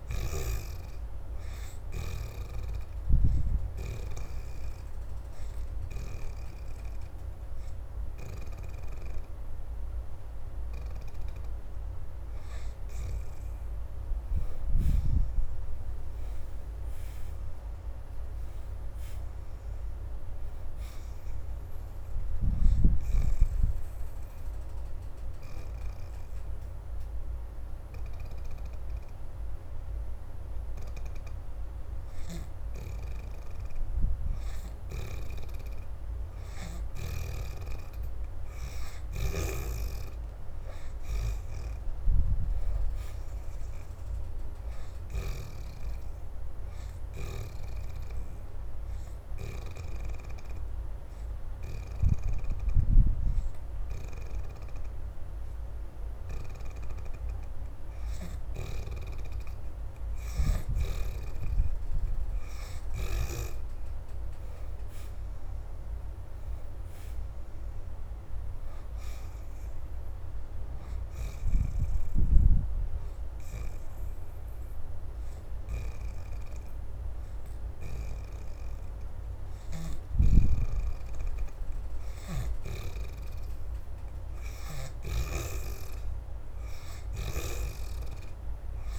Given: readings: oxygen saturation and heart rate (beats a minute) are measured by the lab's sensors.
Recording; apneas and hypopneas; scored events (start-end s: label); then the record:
breathing in sleep by a room microphone; 4
0.00-22.50 s: oxygen desaturation (device-marked, oxygen 64% lowest, heart rate 72 extreme)
2.00-13.00 s: hypopnea (oxygen 83% before, 61% lowest, heart rate 78 before, 72 extreme, up 2 after)
15.00-19.00 s: arousal
22.50-33.50 s: obstructive apnea (oxygen 81% before, 60% lowest, heart rate 81 before, 72 extreme, up 4 after)
24.50-39.50 s: oxygen desaturation (device-marked, oxygen 73% before, 61% lowest, heart rate 81 before, 72 extreme)
40.00-44.50 s: arousal
45.50-63.50 s: oxygen desaturation (device-marked, oxygen 81% before, 62% lowest, heart rate 76 before, 75 extreme)
48.00-60.00 s: hypopnea (oxygen 81% before, 60% lowest, heart rate 77 before, 76 extreme, up 5 after)
64.50-68.00 s: arousal
69.50-88.50 s: oxygen desaturation (device-marked, oxygen 76% before, 60% lowest, heart rate 79 before, 59 extreme)
71.50-82.50 s: hypopnea (oxygen 81% before, 57% lowest, heart rate 79 before, 75 extreme, up 2 after)
84.50-88.99 s: arousal
From the record:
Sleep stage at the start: N2 (light sleep); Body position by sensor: upright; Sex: female